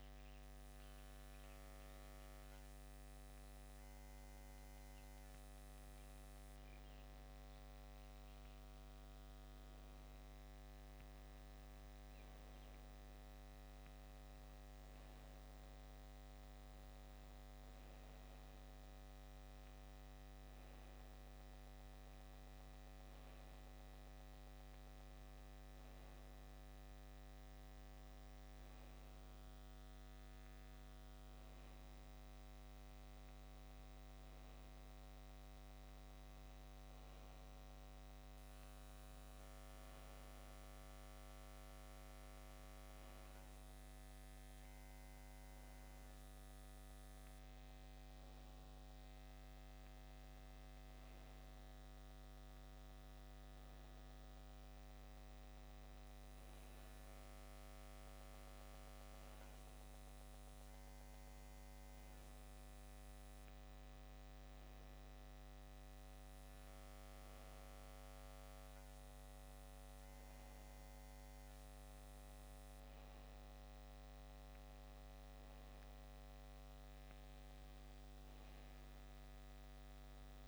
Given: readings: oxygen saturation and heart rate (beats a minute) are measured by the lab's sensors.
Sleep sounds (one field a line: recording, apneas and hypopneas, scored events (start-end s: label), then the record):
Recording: breathing in sleep, hard to hear, by a microphone on the trachea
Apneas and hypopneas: none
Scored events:
37.00-80.47 s: new sleep stage, N2 (light sleep)
53.50-55.50 s: long interval between heartbeats (device-marked, heart rate 69 before, 69 extreme)
From the record:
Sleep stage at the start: N1 (lightest sleep)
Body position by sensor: on the back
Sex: male